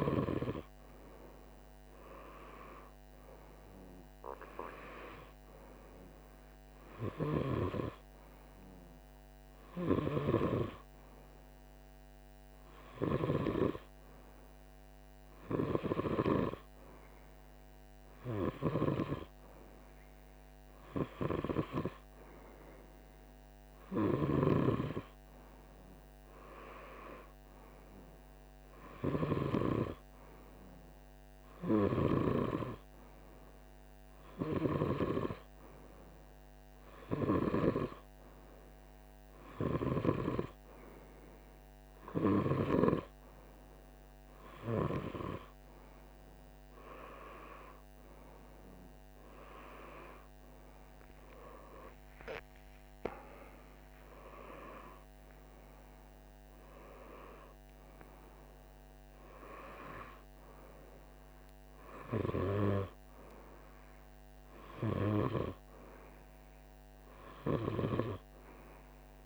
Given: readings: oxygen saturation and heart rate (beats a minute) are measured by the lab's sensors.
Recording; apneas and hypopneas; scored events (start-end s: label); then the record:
breathing in sleep by a microphone on the trachea; none
52.00-56.50 s: arousal
From the record:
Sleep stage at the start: N2 (light sleep); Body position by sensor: on the right side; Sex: male